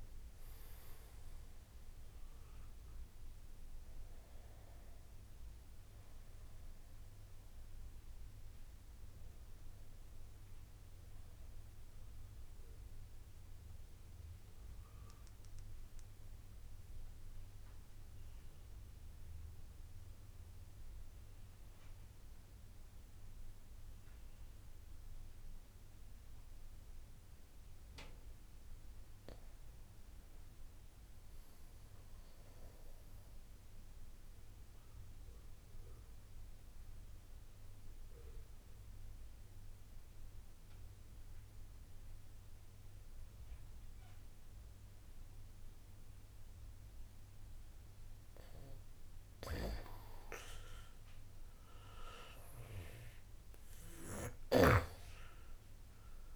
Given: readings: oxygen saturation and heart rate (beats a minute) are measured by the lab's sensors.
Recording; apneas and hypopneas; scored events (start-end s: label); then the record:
breathing in sleep by a room microphone; 2
0.00-16.50 s: oxygen desaturation (device-marked, oxygen 85% lowest, heart rate 30 extreme)
14.00-27.50 s: central apnea (oxygen 94% before, 89% lowest, heart rate 43 before, 54 extreme, up 9 after)
30.00-32.50 s: arousal
36.00-48.50 s: obstructive apnea (oxygen 99% before, 89% lowest, heart rate 65 before, 28 extreme, up 10 after)
51.50-56.36 s: oxygen desaturation (device-marked, oxygen 95% before, 89% lowest, heart rate 61 before, 28 extreme)
52.50-56.00 s: arousal
From the record:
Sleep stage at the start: N2 (light sleep); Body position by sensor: on the back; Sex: male